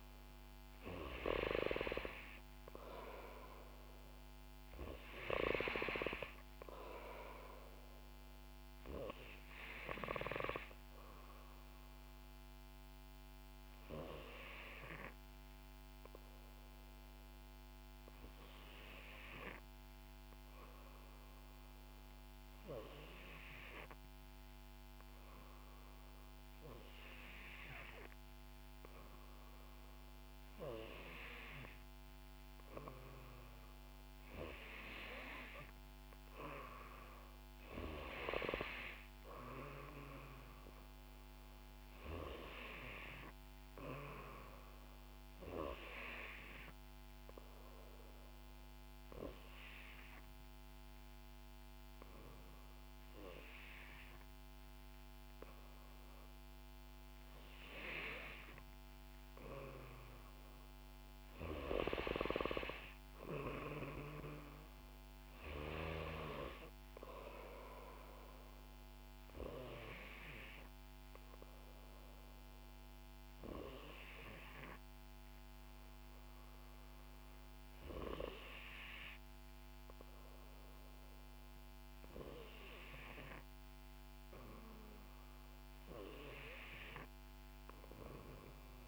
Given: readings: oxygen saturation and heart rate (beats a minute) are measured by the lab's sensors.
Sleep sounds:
breathing in sleep by a microphone on the trachea; 2
0.00-3.00 s: arousal
11.00-30.00 s: hypopnea (oxygen 92% before, 89% lowest, heart rate 64 before, 58 extreme, up 8 after)
17.50-19.50 s: long interval between heartbeats (device-marked, heart rate 65 before, 61 extreme)
33.50-37.50 s: arousal
47.00-59.00 s: obstructive apnea (oxygen 93% before, 89% lowest, heart rate 65 before, 63 extreme, up 0 after)
62.00-65.50 s: arousal
66.00-83.00 s: oxygen desaturation (device-marked, oxygen 92% before, 89% lowest, heart rate 65 before, 61 extreme)
From the record:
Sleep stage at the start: N3 (deep sleep); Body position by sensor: on the back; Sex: female

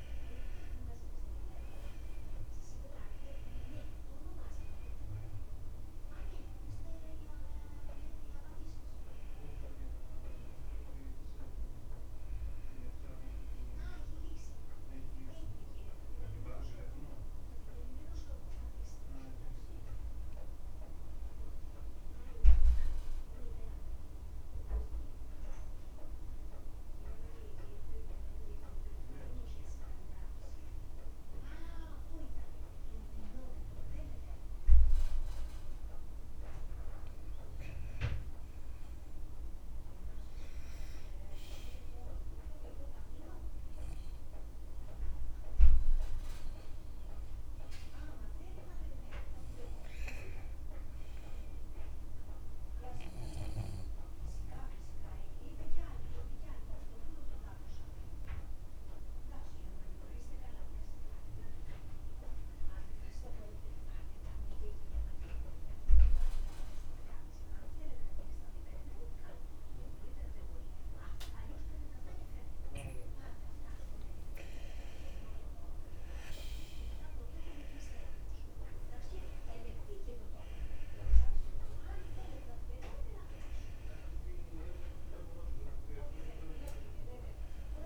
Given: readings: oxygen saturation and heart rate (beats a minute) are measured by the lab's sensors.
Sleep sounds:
breathing in sleep by a room microphone; 2
0.00-30.50 s: oxygen desaturation (device-marked, oxygen 84% lowest, heart rate 36 extreme)
2.50-4.50 s: long interval between heartbeats (device-marked, heart rate 69 before, 69 extreme)
15.50-17.50 s: long interval between heartbeats (device-marked, heart rate 67 before, 75 extreme)
17.50-19.50 s: long interval between heartbeats (device-marked, heart rate 66 before, 84 extreme)
19.00-37.00 s: central apnea (oxygen 94% before, 84% lowest, heart rate 65 before, 36 extreme, up 20 after)
26.00-28.00 s: long interval between heartbeats (device-marked, heart rate 63 before, 54 extreme)
29.50-31.50 s: long interval between heartbeats (device-marked, heart rate 64 before, 45 extreme)
39.50-43.00 s: arousal
47.00-49.00 s: long interval between heartbeats (device-marked, heart rate 47 before, 48 extreme)
48.50-63.50 s: oxygen desaturation (device-marked, oxygen 98% before, 91% lowest, heart rate 46 before, 39 extreme)
52.00-54.00 s: long interval between heartbeats (device-marked, heart rate 48 before, 60 extreme)
55.00-75.00 s: mixed apnea (oxygen 98% before, 87% lowest, heart rate 51 before, 39 extreme, up 19 after)
61.00-63.00 s: long interval between heartbeats (device-marked, heart rate 51 before, 63 extreme)
67.50-69.50 s: long interval between heartbeats (device-marked, heart rate 56 before, 70 extreme)
70.50-72.50 s: long interval between heartbeats (device-marked, heart rate 59 before, 90 extreme)
75.50-77.50 s: long interval between heartbeats (device-marked, heart rate 67 before, 66 extreme)
78.00-81.50 s: arousal
79.50-87.86 s: oxygen desaturation (device-marked, oxygen 93% before, 87% lowest, heart rate 71 before, 38 extreme)
80.00-82.00 s: long interval between heartbeats (device-marked, heart rate 71 before, 59 extreme)
83.00-85.00 s: long interval between heartbeats (device-marked, heart rate 70 before, 42 extreme)
From the record:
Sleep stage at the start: N2 (light sleep); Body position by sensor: on the left side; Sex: male

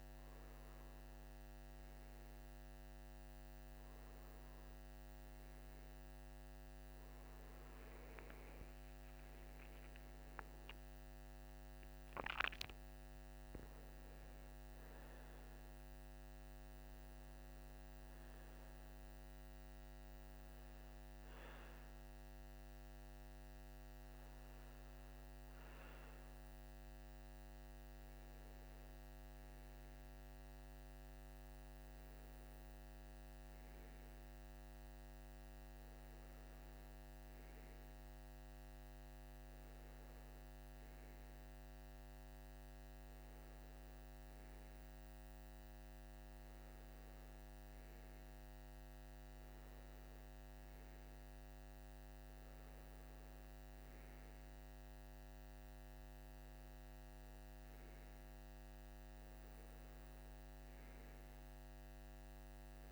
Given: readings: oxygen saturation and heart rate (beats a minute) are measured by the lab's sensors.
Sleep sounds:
breathing in sleep, hard to hear, by a microphone on the trachea; none
8.00-12.00 s: arousal
14.50-22.50 s: oxygen desaturation (device-marked, oxygen 97% before, 94% lowest, heart rate 63 before, 52 extreme)
From the record:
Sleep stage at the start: N2 (light sleep); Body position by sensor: on the right side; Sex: male

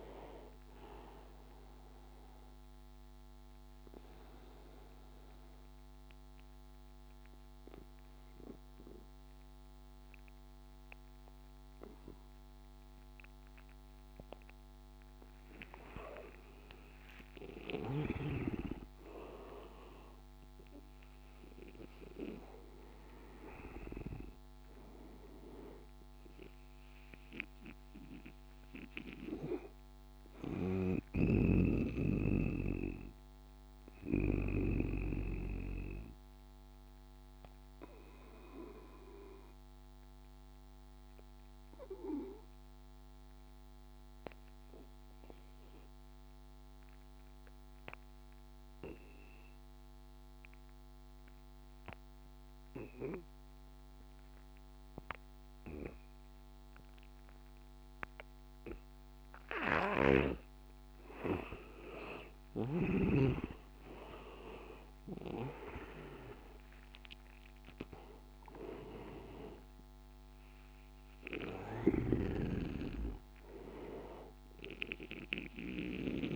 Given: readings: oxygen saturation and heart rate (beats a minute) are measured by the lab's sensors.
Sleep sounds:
breathing in sleep by a microphone on the trachea; 2
0.00-2.50 s: oxygen desaturation (device-marked, oxygen 92% lowest, heart rate 83 extreme)
1.50-13.50 s: obstructive apnea (oxygen 99% before, 88% lowest, heart rate 88 before, 83 extreme, up 6 after)
16.50-20.00 s: arousal
16.50-35.50 s: oxygen desaturation (device-marked, oxygen 99% before, 89% lowest, heart rate 88 before, 81 extreme)
26.50-58.50 s: obstructive apnea (oxygen 99% before, 86% lowest, heart rate 86 before, 81 extreme, up 4 after)
31.00-35.00 s: snoring (device-marked)
54.50-76.36 s: oxygen desaturation (device-marked, oxygen 99% before, 86% lowest, heart rate 85 before, 75 extreme)
61.50-66.50 s: arousal
71.50-76.36 s: snoring (device-marked)
From the record:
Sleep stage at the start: N2 (light sleep); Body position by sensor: on the back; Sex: male

